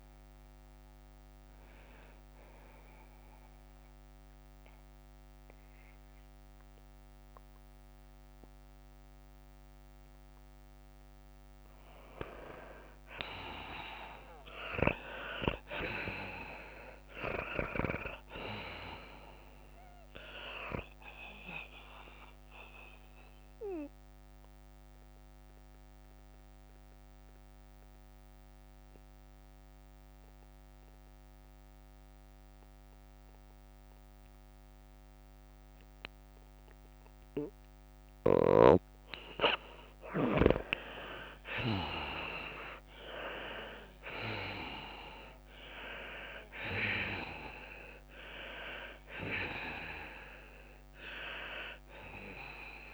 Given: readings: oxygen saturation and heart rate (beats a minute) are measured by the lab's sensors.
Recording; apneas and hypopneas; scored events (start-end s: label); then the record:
breathing in sleep by a microphone on the trachea; 2
0.00-9.00 s: oxygen desaturation (device-marked, oxygen 91% lowest, heart rate 101 extreme)
0.00-30.00 s: tachycardia (device-marked, heart rate 144 extreme)
3.00-13.00 s: central apnea (oxygen 98% before, 87% lowest, heart rate 104 before, 97 extreme, up 1 after)
15.00-19.00 s: arousal
19.00-32.00 s: oxygen desaturation (device-marked, oxygen 96% before, 88% lowest, heart rate 103 before, 97 extreme)
23.50-38.00 s: obstructive apnea (oxygen 96% before, 86% lowest, heart rate 103 before, 97 extreme, up 4 after)
41.00-44.50 s: arousal
42.00-52.94 s: tachycardia (device-marked, heart rate 105 before, 104 extreme)
43.00-52.94 s: oxygen desaturation (device-marked, oxygen 97% before, 87% lowest, heart rate 101 before, 94 extreme)
From the record:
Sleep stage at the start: N2 (light sleep); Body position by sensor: on the left side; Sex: female